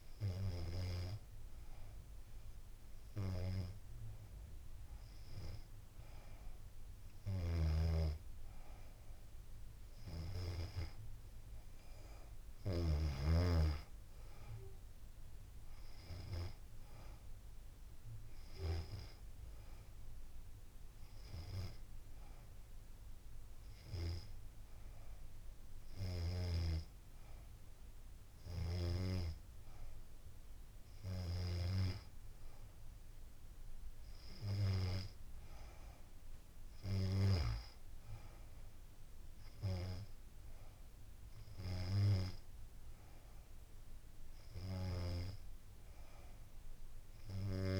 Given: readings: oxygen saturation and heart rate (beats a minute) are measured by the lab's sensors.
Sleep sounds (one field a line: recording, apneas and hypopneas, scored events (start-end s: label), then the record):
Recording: breathing in sleep by a room microphone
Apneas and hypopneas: none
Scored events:
none scored
From the record:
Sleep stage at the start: N2 (light sleep)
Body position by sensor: on the back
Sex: female